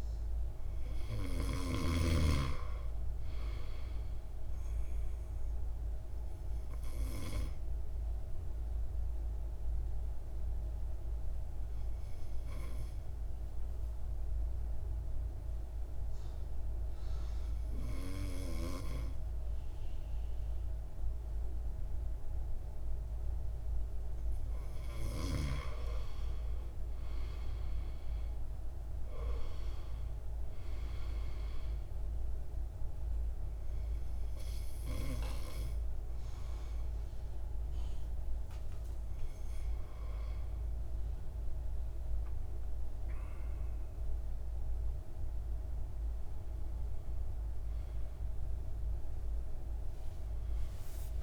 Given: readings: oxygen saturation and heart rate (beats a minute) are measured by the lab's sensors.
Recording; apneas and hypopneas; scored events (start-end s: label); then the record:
breathing in sleep by a room microphone; 2
0.00-17.50 s: oxygen desaturation (device-marked, oxygen 88% lowest, heart rate 53 extreme)
5.50-22.50 s: obstructive apnea (oxygen 99% before, 88% lowest, heart rate 56 before, 53 extreme, up 8 after)
25.50-29.00 s: arousal
25.50-50.50 s: oxygen desaturation (device-marked, oxygen 97% before, 90% lowest, heart rate 56 before, 55 extreme)
33.50-45.50 s: hypopnea (oxygen 97% before, 88% lowest, heart rate 56 before, 55 extreme, up 28 after)
From the record:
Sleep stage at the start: N2 (light sleep); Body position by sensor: on the right side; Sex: male